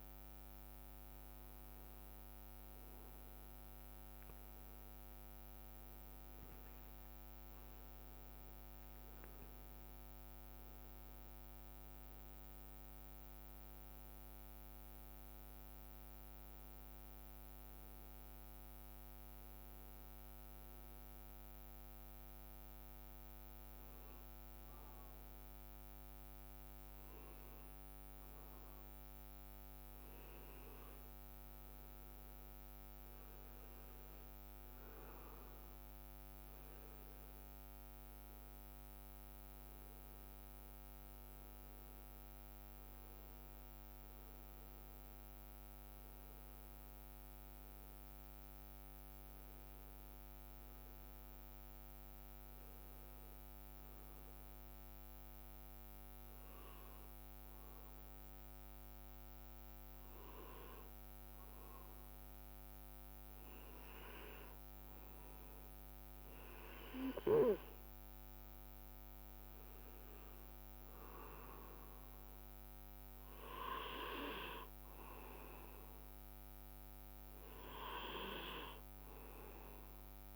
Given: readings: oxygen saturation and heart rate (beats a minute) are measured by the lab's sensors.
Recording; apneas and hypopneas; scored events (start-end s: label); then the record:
breathing in sleep by a microphone on the trachea; 1
12.00-23.00 s: hypopnea (oxygen 99% before, 96% lowest, heart rate 63 before, 58 extreme)
24.50-80.36 s: new sleep stage, N2 (light sleep)
25.00-30.50 s: arousal
From the record:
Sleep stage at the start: N1 (lightest sleep); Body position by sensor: on the right side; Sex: male